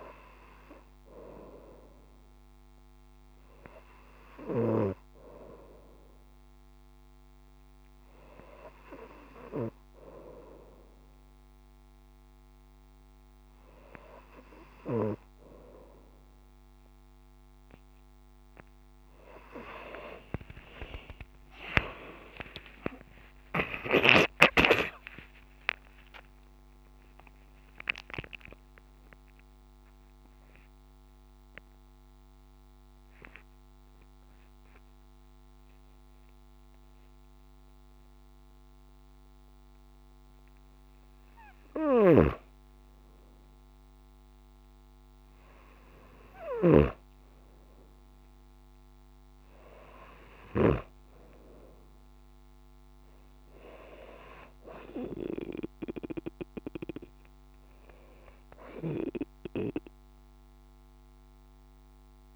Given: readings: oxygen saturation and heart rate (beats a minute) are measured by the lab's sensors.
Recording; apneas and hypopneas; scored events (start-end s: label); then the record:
breathing in sleep by a microphone on the trachea; 1
19.50-24.00 s: arousal
21.00-23.00 s: long interval between heartbeats (device-marked)
24.50-26.50 s: long interval between heartbeats (device-marked)
27.00-40.50 s: obstructive apnea (oxygen 94% before, 93% lowest)
41.50-50.50 s: snoring (device-marked)
52.50-57.50 s: arousal
From the record:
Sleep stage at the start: N2 (light sleep); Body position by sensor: on the right side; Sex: female